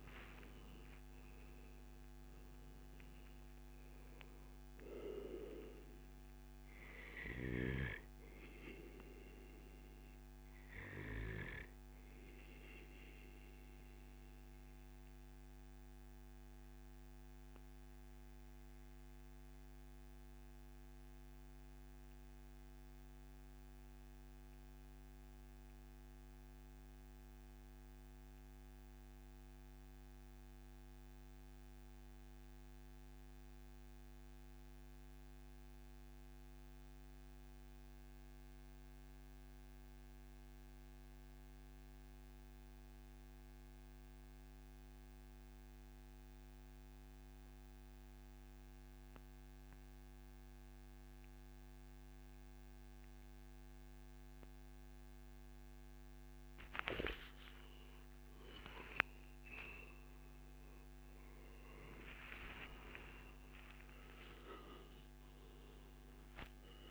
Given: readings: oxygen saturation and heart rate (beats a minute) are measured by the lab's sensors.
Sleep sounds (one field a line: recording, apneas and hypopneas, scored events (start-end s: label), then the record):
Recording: breathing in sleep by a microphone on the trachea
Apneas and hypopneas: 1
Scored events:
5.00-28.00 s: oxygen desaturation (device-marked, oxygen 95% before, 91% lowest, heart rate 133 before, 101 extreme)
13.50-56.50 s: mixed apnea (oxygen 97% before, 90% lowest, heart rate 140 before, 101 extreme, up 40 after)
14.50-16.50 s: long interval between heartbeats (device-marked, heart rate 141 before, 135 extreme)
42.00-44.00 s: long interval between heartbeats (device-marked, heart rate 113 before, 117 extreme)
48.00-50.00 s: long interval between heartbeats (device-marked, heart rate 112 before, 101 extreme)
53.00-66.91 s: oxygen desaturation (device-marked, oxygen 98% before, 90% lowest, heart rate 111 before, 108 extreme)
55.50-57.50 s: long interval between heartbeats (device-marked, heart rate 111 before, 106 extreme)
57.50-62.00 s: arousal
From the record:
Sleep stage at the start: REM sleep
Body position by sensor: on the back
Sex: male